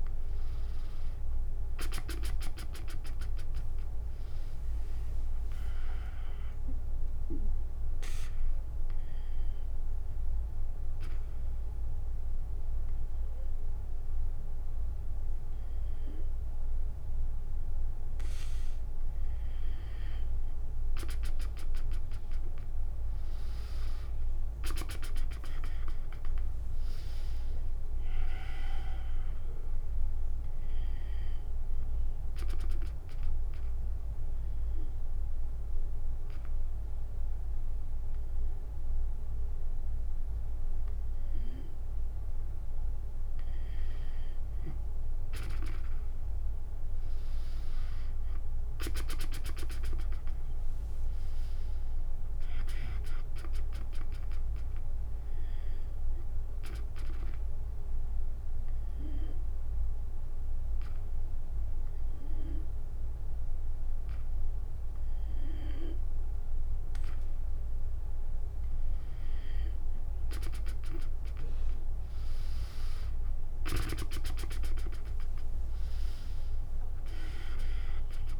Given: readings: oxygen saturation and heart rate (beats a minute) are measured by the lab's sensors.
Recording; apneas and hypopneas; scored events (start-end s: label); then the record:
breathing in sleep by a room microphone; 3
2.00-5.00 s: arousal
2.00-13.00 s: drop in pulse transit time (device-marked, heart rate 84 before, 67 extreme)
3.00-5.00 s: tachycardia (device-marked, heart rate 76 before, 90 extreme)
7.50-18.50 s: obstructive apnea (oxygen 96% before, 92% lowest, heart rate 84 before, 58 extreme, up 18 after)
25.00-35.00 s: drop in pulse transit time (device-marked, heart rate 78 before, 73 extreme)
26.50-30.00 s: arousal
27.00-45.00 s: oxygen desaturation (device-marked, oxygen 96% before, 92% lowest, heart rate 76 before, 58 extreme)
32.50-43.00 s: mixed apnea (oxygen 96% before, 92% lowest, heart rate 70 before, 58 extreme, up 12 after)
49.00-61.00 s: drop in pulse transit time (device-marked, heart rate 69 before, 61 extreme)
51.00-53.50 s: arousal
52.00-64.00 s: oxygen desaturation (device-marked, oxygen 97% before, 93% lowest, heart rate 68 before, 58 extreme)
56.00-67.50 s: obstructive apnea (oxygen 97% before, 92% lowest, heart rate 68 before, 58 extreme, up 22 after)
74.00-78.40 s: drop in pulse transit time (device-marked, heart rate 68 before, 68 extreme)
75.00-78.40 s: oxygen desaturation (device-marked, oxygen 97% before, 92% lowest, heart rate 69 before, 61 extreme)
76.00-78.40 s: arousal
From the record:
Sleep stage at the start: N2 (light sleep); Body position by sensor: on the back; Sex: female